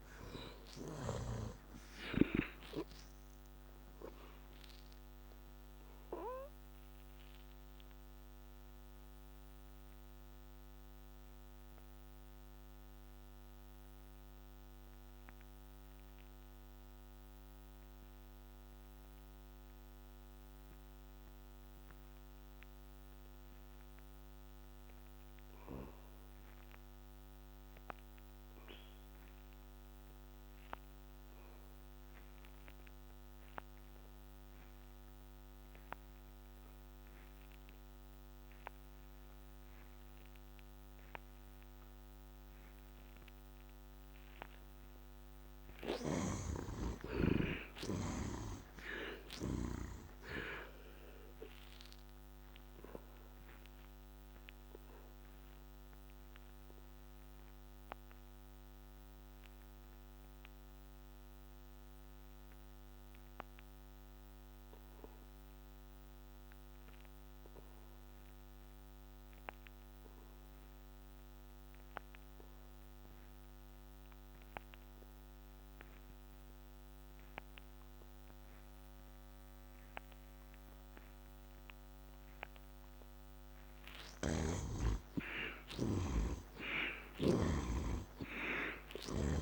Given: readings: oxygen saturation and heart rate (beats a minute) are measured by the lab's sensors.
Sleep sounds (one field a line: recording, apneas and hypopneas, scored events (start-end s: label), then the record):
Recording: breathing in sleep by a microphone on the trachea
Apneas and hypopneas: 2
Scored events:
0.00-16.50 s: oxygen desaturation (device-marked, oxygen 62% lowest, heart rate 63 extreme)
5.00-42.50 s: obstructive apnea (oxygen 94% before, 61% lowest, heart rate 76 before, 63 extreme, up 17 after)
30.50-68.50 s: oxygen desaturation (device-marked, oxygen 98% before, 61% lowest, heart rate 65 before, 67 extreme)
51.50-82.00 s: obstructive apnea (oxygen 96% before, 61% lowest, heart rate 76 before, 66 extreme, up 18 after)
74.50-89.42 s: oxygen desaturation (device-marked, oxygen 96% before, 61% lowest, heart rate 73 before, 66 extreme)
83.50-87.00 s: snoring (device-marked)
84.00-87.50 s: arousal
From the record:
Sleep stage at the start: N2 (light sleep)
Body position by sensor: on the back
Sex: male